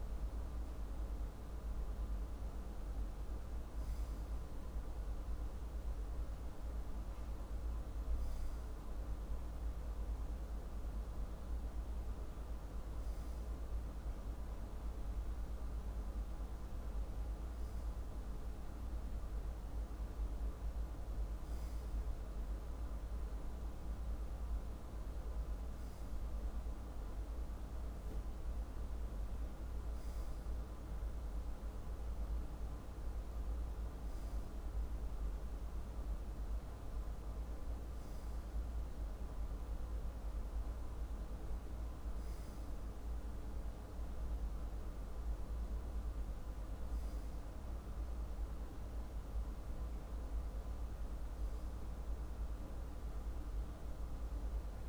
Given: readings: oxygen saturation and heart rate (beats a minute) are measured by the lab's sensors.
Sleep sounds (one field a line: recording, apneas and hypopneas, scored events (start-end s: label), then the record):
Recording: breathing in sleep, hard to hear, by a room microphone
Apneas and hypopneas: none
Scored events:
none scored
From the record:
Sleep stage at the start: N2 (light sleep)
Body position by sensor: on the left side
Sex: male